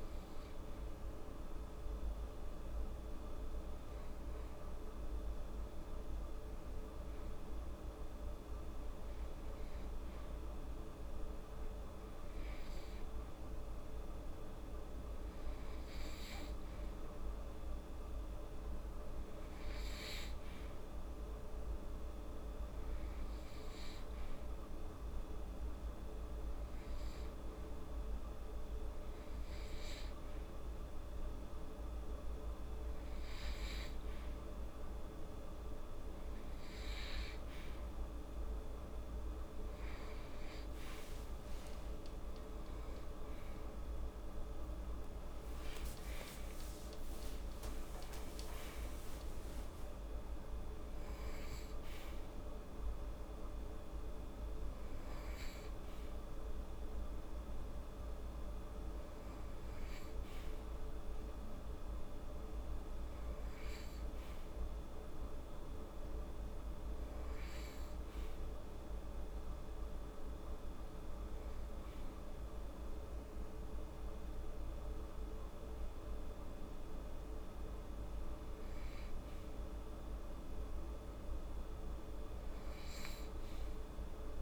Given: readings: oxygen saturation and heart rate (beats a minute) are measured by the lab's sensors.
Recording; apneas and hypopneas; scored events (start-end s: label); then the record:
breathing in sleep, hard to hear, by a room microphone; none
41.50-47.00 s: arousal
From the record:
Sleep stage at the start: N2 (light sleep); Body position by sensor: on the right side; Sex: female